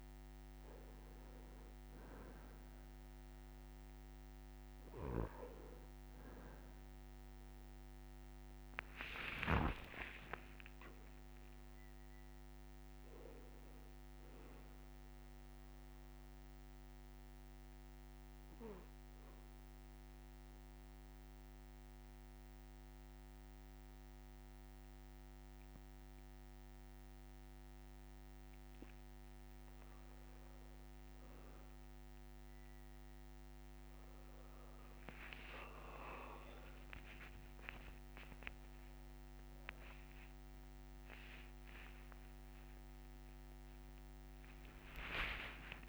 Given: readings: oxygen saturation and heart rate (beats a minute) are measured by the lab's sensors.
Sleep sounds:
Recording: a person partly awake in a sleep study, by a microphone on the trachea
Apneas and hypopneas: 1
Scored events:
0.00-1.00 s: arousal
9.50-13.50 s: arousal
17.50-29.50 s: mixed apnea (oxygen 97% before, 95% lowest, heart rate 63 before, 60 extreme, up 3 after)
32.00-45.88 s: new sleep stage, awake
44.50-45.88 s: long interval between heartbeats (device-marked, heart rate 62 before, 72 extreme)
From the record:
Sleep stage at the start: N2 (light sleep)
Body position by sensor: on the back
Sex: male

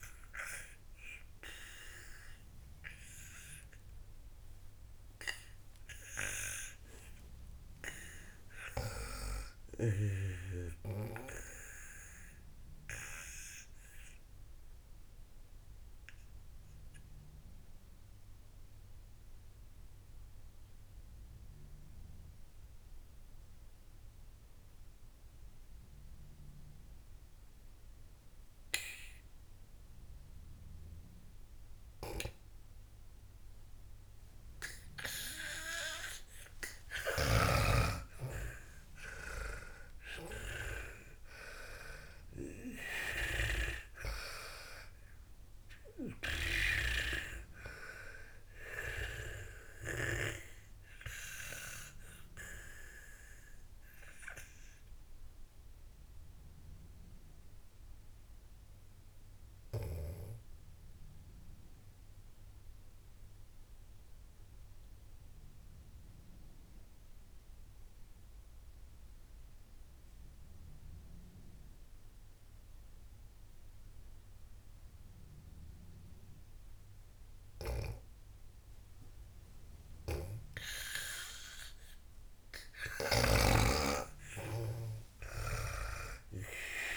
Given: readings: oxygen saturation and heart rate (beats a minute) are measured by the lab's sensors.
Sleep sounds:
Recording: breathing in sleep by a room microphone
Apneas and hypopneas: 2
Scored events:
2.00-12.00 s: oxygen desaturation (device-marked, oxygen 97% before, 94% lowest, heart rate 71 before, 54 extreme)
12.50-35.00 s: obstructive apnea (oxygen 99% before, 90% lowest, heart rate 72 before, 54 extreme, up 50 after)
32.50-38.00 s: snoring (device-marked)
37.50-41.50 s: arousal
39.00-68.00 s: oxygen desaturation (device-marked, oxygen 97% before, 90% lowest, heart rate 64 before, 54 extreme)
46.50-51.00 s: snoring (device-marked)
52.00-82.00 s: obstructive apnea (oxygen 98% before, 90% lowest, heart rate 82 before, 54 extreme, up 53 after)
80.50-84.00 s: snoring (device-marked)
83.50-86.97 s: arousal
85.00-86.97 s: oxygen desaturation (device-marked, oxygen 98% before, 92% lowest, heart rate 75 before, 58 extreme)
From the record:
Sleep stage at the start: N2 (light sleep)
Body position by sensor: on the back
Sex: female

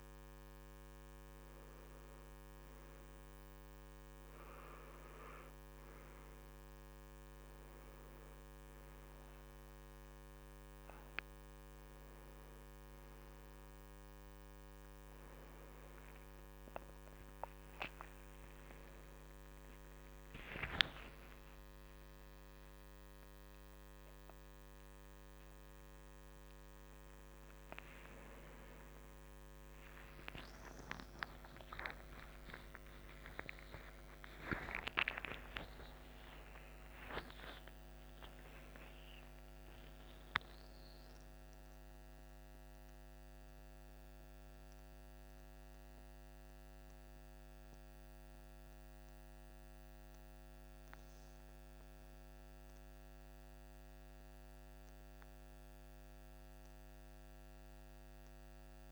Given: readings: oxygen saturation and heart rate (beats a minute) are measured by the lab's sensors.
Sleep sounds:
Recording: breathing in sleep by a microphone on the trachea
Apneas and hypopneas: none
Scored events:
28.50-35.50 s: arousal
28.50-38.50 s: tachycardia (device-marked, heart rate 53 before, 170 extreme)
33.50-58.92 s: new sleep stage, N2 (light sleep)
From the record:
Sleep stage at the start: N3 (deep sleep)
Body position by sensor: on the right side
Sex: male

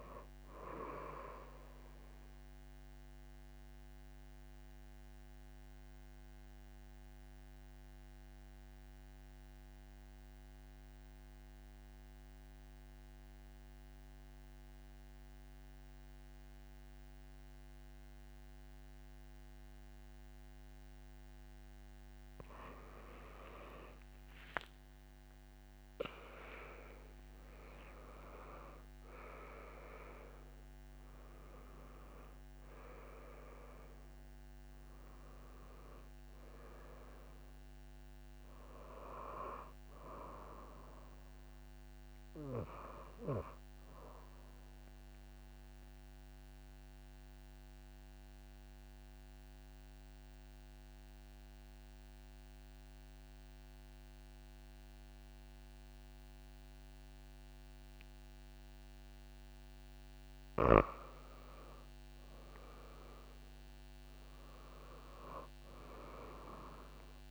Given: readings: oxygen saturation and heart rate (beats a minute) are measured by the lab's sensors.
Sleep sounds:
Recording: breathing in sleep by a microphone on the trachea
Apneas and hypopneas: 2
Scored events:
0.00-13.00 s: oxygen desaturation (device-marked, oxygen 90% lowest)
1.00-22.00 s: obstructive apnea (oxygen 98% before, 90% lowest)
23.50-28.00 s: arousal
25.00-52.00 s: oxygen desaturation (device-marked, oxygen 98% before, 91% lowest)
44.00-60.00 s: obstructive apnea (oxygen 98% before, 90% lowest)
62.00-66.00 s: arousal
From the record:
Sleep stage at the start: N2 (light sleep)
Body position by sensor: on the back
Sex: female

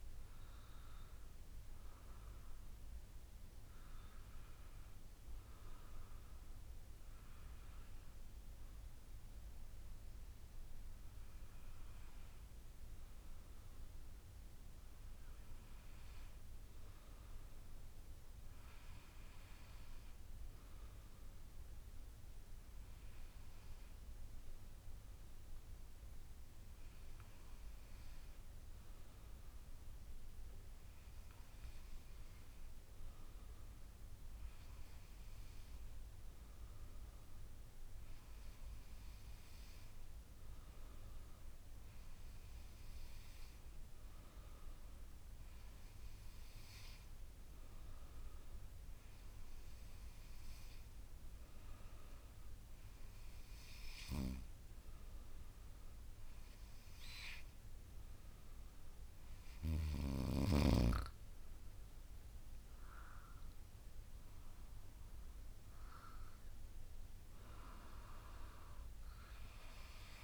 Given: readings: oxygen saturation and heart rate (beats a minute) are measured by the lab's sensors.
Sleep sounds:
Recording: breathing in sleep by a room microphone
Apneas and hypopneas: none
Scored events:
none scored
From the record:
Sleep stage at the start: N2 (light sleep)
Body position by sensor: on the back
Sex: female

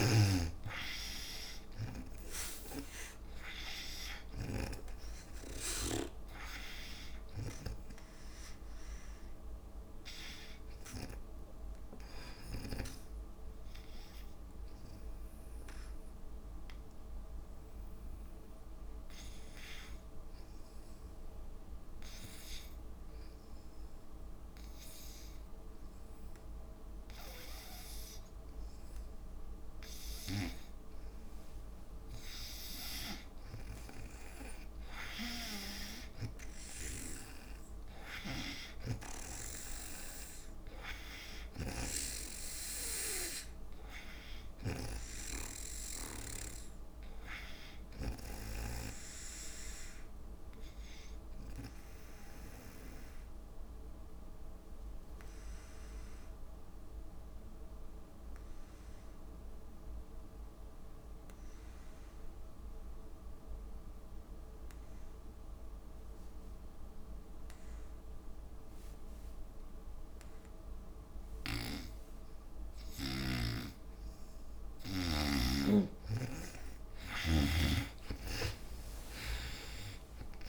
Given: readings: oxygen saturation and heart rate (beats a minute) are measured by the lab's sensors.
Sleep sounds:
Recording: breathing in sleep by a room microphone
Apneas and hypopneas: 2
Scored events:
0.00-4.50 s: snoring (device-marked)
0.00-19.00 s: oxygen desaturation (device-marked, oxygen 83% lowest, heart rate 56 extreme)
14.50-31.00 s: obstructive apnea (oxygen 96% before, 80% lowest, heart rate 64 before, 56 extreme, up 9 after)
32.50-35.50 s: arousal
33.00-54.00 s: oxygen desaturation (device-marked, oxygen 97% before, 87% lowest, heart rate 59 before, 56 extreme)
41.50-45.00 s: snoring (device-marked)
51.00-73.00 s: obstructive apnea (oxygen 97% before, 77% lowest, heart rate 63 before, 54 extreme, up 39 after)
68.00-80.49 s: oxygen desaturation (device-marked, oxygen 97% before, 77% lowest, heart rate 58 before, 54 extreme)
71.00-80.49 s: snoring (device-marked)
74.50-77.50 s: arousal
79.00-80.49 s: long interval between heartbeats (device-marked, heart rate 61 before, 86 extreme)
From the record:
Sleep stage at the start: N2 (light sleep)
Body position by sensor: on the back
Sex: female

